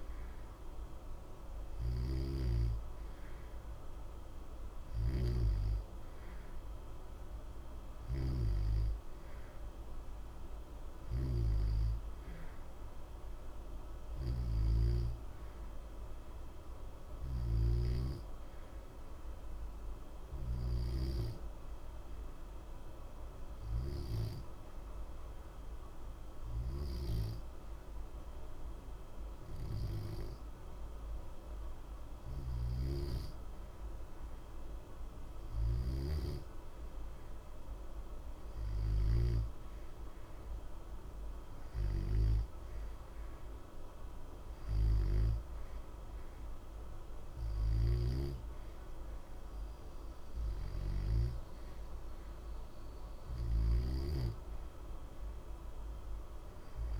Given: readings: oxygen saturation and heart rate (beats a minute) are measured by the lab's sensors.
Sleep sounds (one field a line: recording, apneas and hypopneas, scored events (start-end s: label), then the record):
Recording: breathing in sleep by a room microphone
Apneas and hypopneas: 1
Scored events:
14.00-17.50 s: snoring (device-marked)
21.00-35.00 s: hypopnea (oxygen 91% before, 88% lowest, heart rate 60 before, 60 extreme, up 0 after)
37.50-41.00 s: arousal
47.00-57.00 s: snoring (device-marked)
From the record:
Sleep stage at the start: N2 (light sleep)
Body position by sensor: on the back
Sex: male